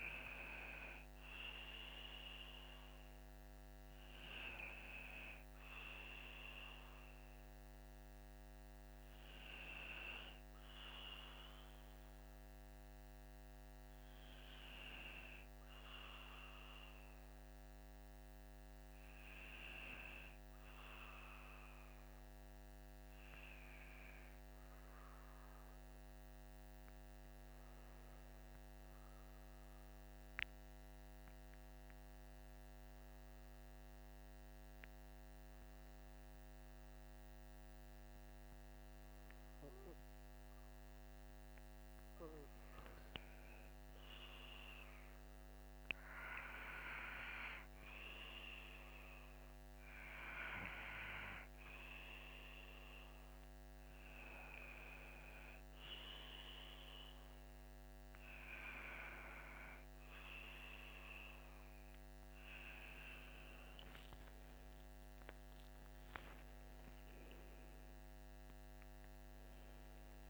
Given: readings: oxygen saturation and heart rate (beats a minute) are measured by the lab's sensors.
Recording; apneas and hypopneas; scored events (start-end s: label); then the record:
breathing in sleep by a microphone on the trachea; 1
0.00-6.50 s: oxygen desaturation (device-marked, oxygen 95% lowest, heart rate 47 extreme)
28.00-39.50 s: obstructive apnea (oxygen 99% before, 95% lowest, heart rate 51 before, 53 extreme, up 7 after)
43.00-46.50 s: arousal
63.50-68.00 s: arousal
From the record:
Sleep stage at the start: N2 (light sleep); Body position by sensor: on the back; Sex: male